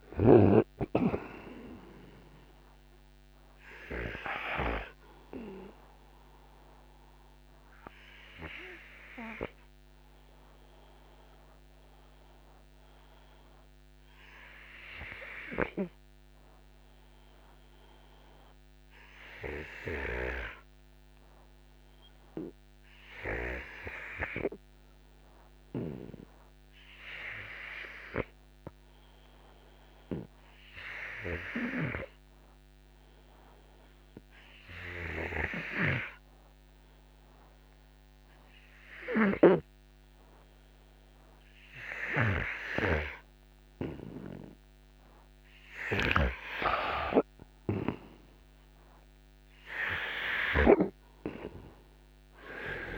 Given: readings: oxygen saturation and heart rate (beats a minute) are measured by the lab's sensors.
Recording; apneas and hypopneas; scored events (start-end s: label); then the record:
breathing in sleep by a microphone on the trachea; 1
0.00-5.00 s: snoring (device-marked)
0.00-24.50 s: oxygen desaturation (device-marked, oxygen 80% lowest, heart rate 60 extreme)
7.50-46.00 s: obstructive apnea (oxygen 88% before, 80% lowest, heart rate 72 before, 60 extreme, up 29 after)
31.50-52.98 s: oxygen desaturation (device-marked, oxygen 96% before, 82% lowest, heart rate 72 before, 57 extreme)
39.00-46.00 s: snoring (device-marked)
49.50-52.98 s: arousal
From the record:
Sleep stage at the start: N2 (light sleep); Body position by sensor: on the right side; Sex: male